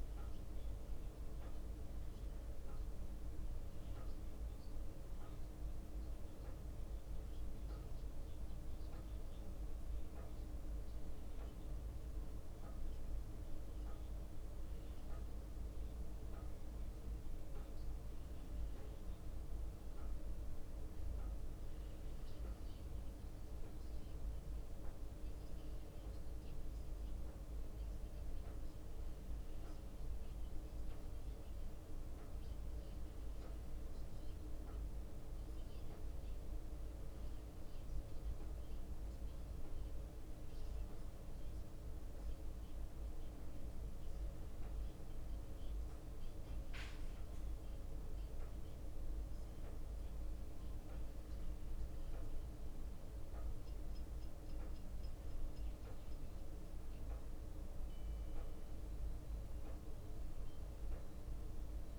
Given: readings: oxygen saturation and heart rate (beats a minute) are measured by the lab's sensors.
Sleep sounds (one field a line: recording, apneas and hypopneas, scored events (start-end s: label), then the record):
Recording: a person awake in a sleep study, hard to hear, by a room microphone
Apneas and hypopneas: none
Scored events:
0.00-1.50 s: bradycardia (device-marked, heart rate 60 extreme)
0.00-1.50 s: leg movement (device-marked)
2.00-6.50 s: leg movement (device-marked)
7.50-13.00 s: leg movement (device-marked)
14.00-20.50 s: leg movement (device-marked)
22.00-31.50 s: leg movement (device-marked)
32.50-39.00 s: leg movement (device-marked)
39.50-45.50 s: leg movement (device-marked)
46.00-53.00 s: leg movement (device-marked)
From the record:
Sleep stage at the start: awake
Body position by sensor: on the back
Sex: male